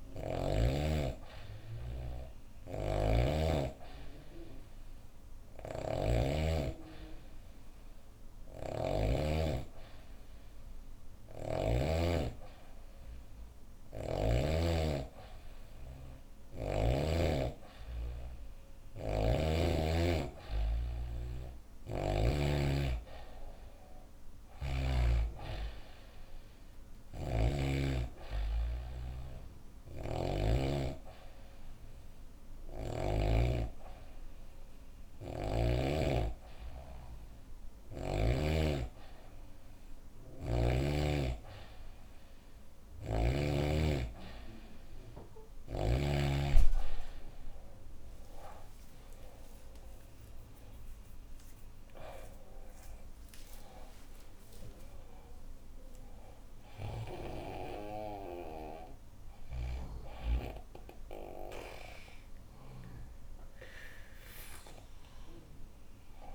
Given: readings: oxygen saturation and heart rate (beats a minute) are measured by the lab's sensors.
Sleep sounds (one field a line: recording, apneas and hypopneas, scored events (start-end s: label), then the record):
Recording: breathing in sleep by a room microphone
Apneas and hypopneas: none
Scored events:
2.00-8.50 s: snoring (device-marked)
13.00-16.50 s: snoring (device-marked)
23.50-30.00 s: snoring (device-marked)
42.00-45.50 s: snoring (device-marked)
48.50-54.00 s: arousal
56.00-60.00 s: snoring (device-marked)
From the record:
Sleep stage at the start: N2 (light sleep)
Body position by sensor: on the back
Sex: female